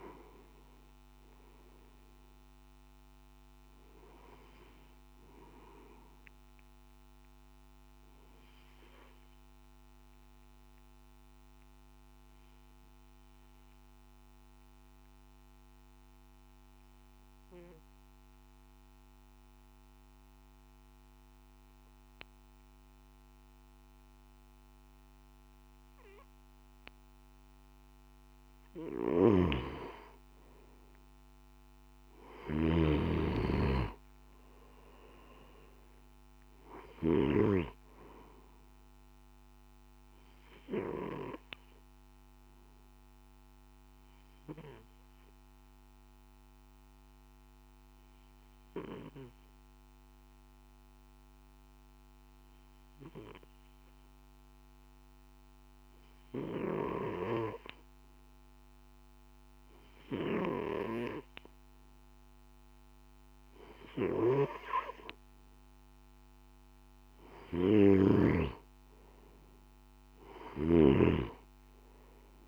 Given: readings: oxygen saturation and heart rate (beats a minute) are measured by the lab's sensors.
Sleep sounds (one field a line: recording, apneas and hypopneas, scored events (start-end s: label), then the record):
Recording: breathing in sleep by a microphone on the trachea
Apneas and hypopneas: 2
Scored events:
0.00-20.50 s: oxygen desaturation (device-marked, oxygen 91% lowest, heart rate 51 extreme)
9.00-27.00 s: obstructive apnea (oxygen 97% before, 91% lowest, heart rate 55 before, 52 extreme, up 7 after)
29.00-37.00 s: snoring (device-marked)
33.50-46.50 s: oxygen desaturation (device-marked, oxygen 98% before, 93% lowest, heart rate 53 before, 52 extreme)
40.50-62.50 s: obstructive apnea (oxygen 98% before, 92% lowest, heart rate 56 before, 52 extreme, up 4 after)
70.00-72.48 s: snoring (device-marked)
From the record:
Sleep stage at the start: N1 (lightest sleep)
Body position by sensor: on the back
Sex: male